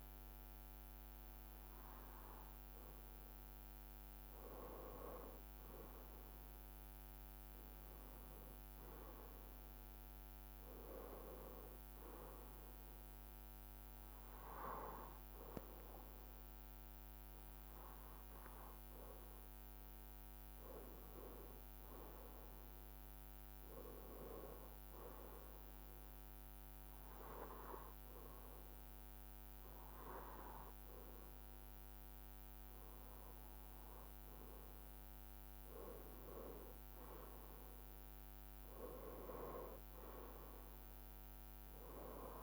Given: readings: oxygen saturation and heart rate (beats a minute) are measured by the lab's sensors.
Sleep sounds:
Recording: breathing in sleep by a microphone on the trachea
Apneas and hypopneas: 1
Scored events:
9.00-18.00 s: bradycardia (device-marked, heart rate 64 before, 57 extreme)
17.50-21.50 s: arousal
24.00-30.00 s: bradycardia (device-marked, heart rate 64 before, 58 extreme)
25.50-36.00 s: hypopnea (oxygen 94% before, 93% lowest, heart rate 60 before, 56 extreme, up 2 after)
37.00-42.42 s: bradycardia (device-marked, heart rate 64 before, 56 extreme)
38.00-40.50 s: arousal
From the record:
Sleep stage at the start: N2 (light sleep)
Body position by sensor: on the left side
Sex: male

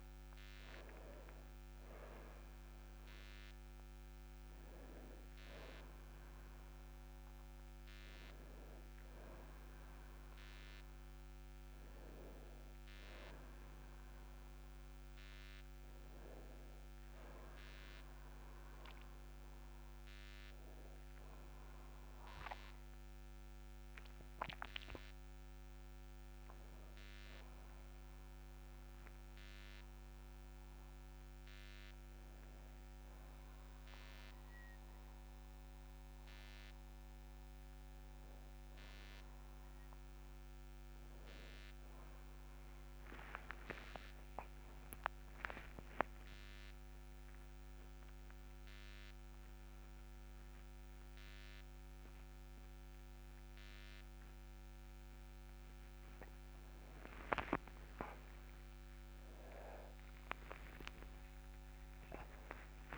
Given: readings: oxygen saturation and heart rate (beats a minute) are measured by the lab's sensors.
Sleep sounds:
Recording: a person awake in a sleep study, by a microphone on the trachea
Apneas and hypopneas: none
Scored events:
0.00-19.00 s: oxygen desaturation (device-marked, oxygen 83% lowest, heart rate 43 extreme)
2.00-62.98 s: new sleep stage, awake
From the record:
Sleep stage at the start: N2 (light sleep)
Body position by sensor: on the back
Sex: male

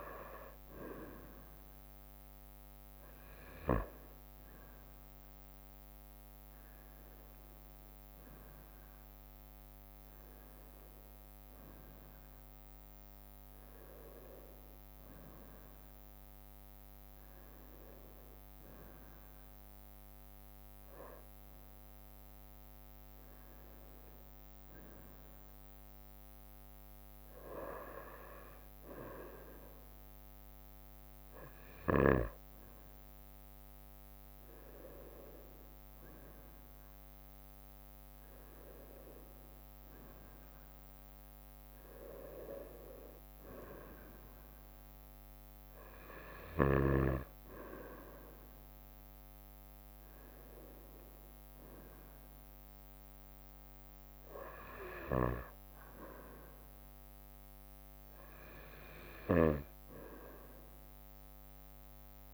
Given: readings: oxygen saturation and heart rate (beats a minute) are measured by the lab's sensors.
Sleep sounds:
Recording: breathing in sleep by a microphone on the trachea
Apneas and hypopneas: none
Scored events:
none scored
From the record:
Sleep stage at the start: N1 (lightest sleep)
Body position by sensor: on the right side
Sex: female

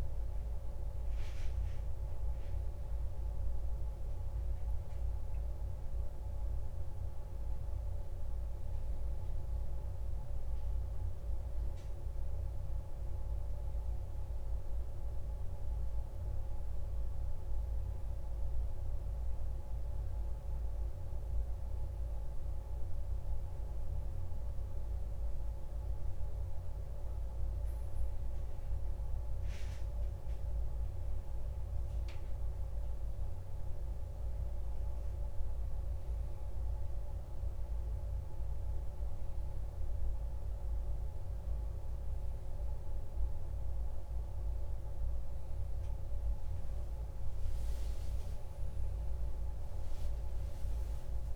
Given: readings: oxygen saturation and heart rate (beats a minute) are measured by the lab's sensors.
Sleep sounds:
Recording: breathing in sleep, hard to hear, by a room microphone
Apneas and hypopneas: none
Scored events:
none scored
From the record:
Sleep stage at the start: N1 (lightest sleep)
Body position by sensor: on the back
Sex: male

